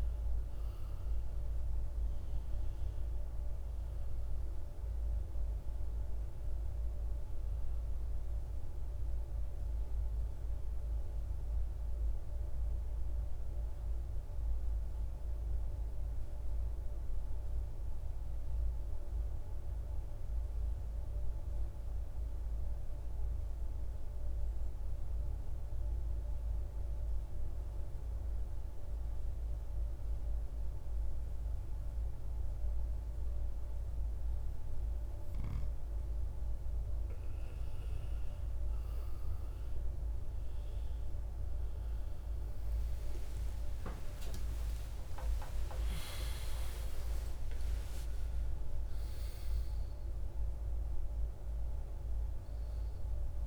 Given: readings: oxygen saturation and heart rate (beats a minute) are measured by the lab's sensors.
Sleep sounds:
breathing in sleep, hard to hear, by a room microphone; 1
0.00-1.50 s: arousal
0.00-20.50 s: oxygen desaturation (device-marked, oxygen 91% lowest, heart rate 55 extreme)
22.00-34.50 s: obstructive apnea (oxygen 97% before, 87% lowest, heart rate 61 before, 57 extreme, up 8 after)
35.50-53.47 s: oxygen desaturation (device-marked, oxygen 97% before, 87% lowest, heart rate 58 before, 50 extreme)
42.00-48.00 s: arousal
From the record:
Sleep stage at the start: N2 (light sleep); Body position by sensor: on the right side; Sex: male

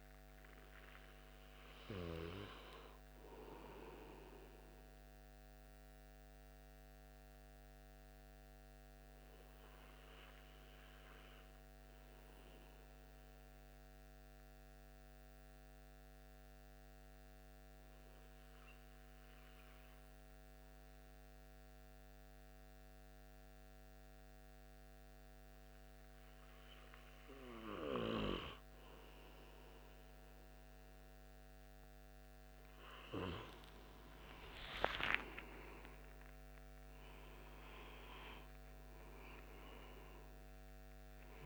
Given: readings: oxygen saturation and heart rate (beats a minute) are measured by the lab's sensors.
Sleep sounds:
breathing in sleep by a microphone on the trachea; 1
0.00-6.50 s: oxygen desaturation (device-marked, oxygen 92% lowest, heart rate 69 extreme)
4.50-27.00 s: hypopnea (oxygen 97% before, 92% lowest, heart rate 80 before, 41 extreme, up 6 after)
32.50-41.46 s: oxygen desaturation (device-marked, oxygen 97% before, 92% lowest, heart rate 77 before, 41 extreme)
33.50-37.50 s: arousal
From the record:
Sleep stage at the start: N2 (light sleep); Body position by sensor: on the right side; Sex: male

